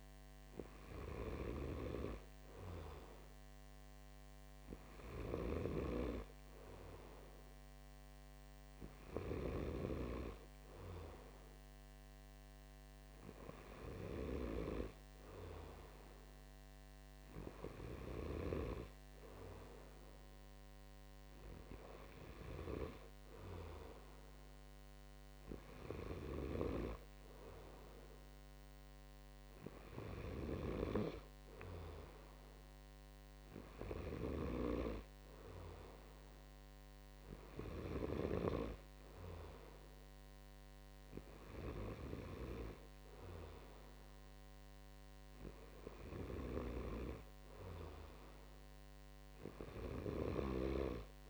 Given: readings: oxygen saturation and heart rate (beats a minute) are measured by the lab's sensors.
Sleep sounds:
breathing in sleep by a microphone on the trachea; none
none scored
From the record:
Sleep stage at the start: N2 (light sleep); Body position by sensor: upright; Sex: male

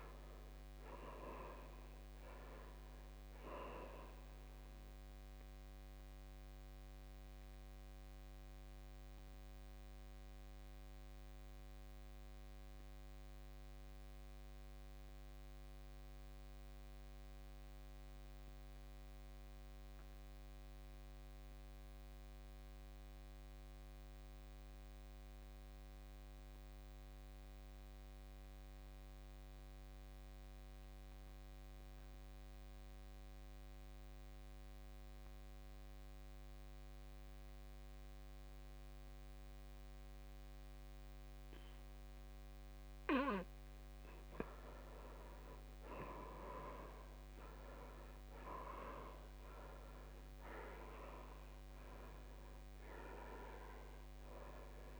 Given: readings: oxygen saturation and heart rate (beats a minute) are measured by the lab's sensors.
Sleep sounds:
breathing in sleep by a microphone on the trachea; 1
0.00-22.00 s: oxygen desaturation (device-marked, oxygen 81% lowest, heart rate 52 extreme)
8.50-43.00 s: obstructive apnea (oxygen 99% before, 73% lowest, heart rate 63 before, 52 extreme, up 10 after)
37.00-55.00 s: oxygen desaturation (device-marked, oxygen 98% before, 73% lowest, heart rate 59 before, 54 extreme)
44.50-48.50 s: arousal
From the record:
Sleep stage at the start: N2 (light sleep); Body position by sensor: on the back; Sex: male

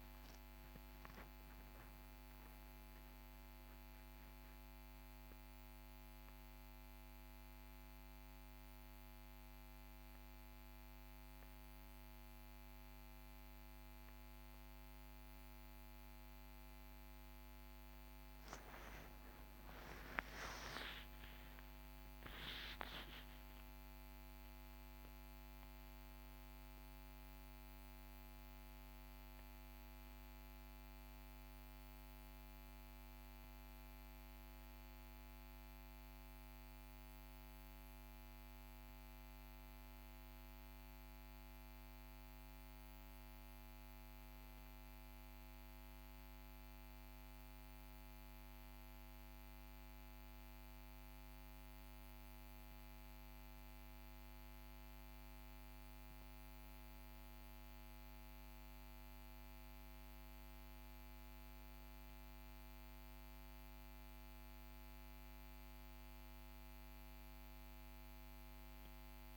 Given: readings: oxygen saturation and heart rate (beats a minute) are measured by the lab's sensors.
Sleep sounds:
breathing in sleep, hard to hear, by a microphone on the trachea; none
17.50-22.50 s: arousal
From the record:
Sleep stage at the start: N1 (lightest sleep); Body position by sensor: on the back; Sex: male

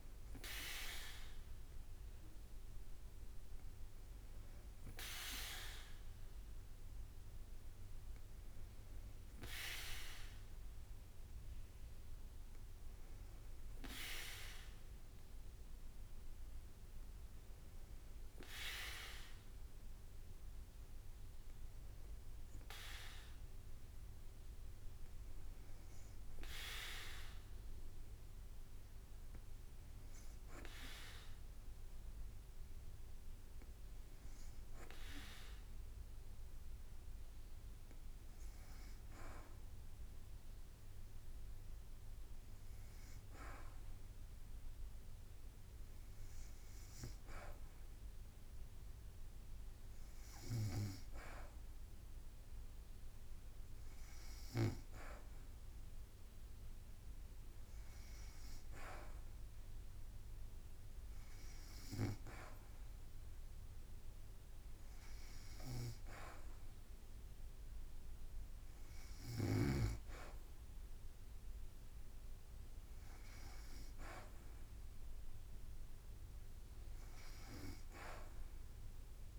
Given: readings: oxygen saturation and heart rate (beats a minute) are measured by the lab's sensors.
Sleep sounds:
breathing in sleep by a room microphone; 1
0.00-7.00 s: drop in pulse transit time (device-marked, heart rate 54 extreme)
0.00-12.00 s: oxygen desaturation (device-marked, oxygen 92% lowest, heart rate 53 extreme)
17.00-28.50 s: hypopnea (oxygen 95% before, 94% lowest, heart rate 55 before, 54 extreme, up 2 after)
From the record:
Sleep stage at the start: N2 (light sleep); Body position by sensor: on the back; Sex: female

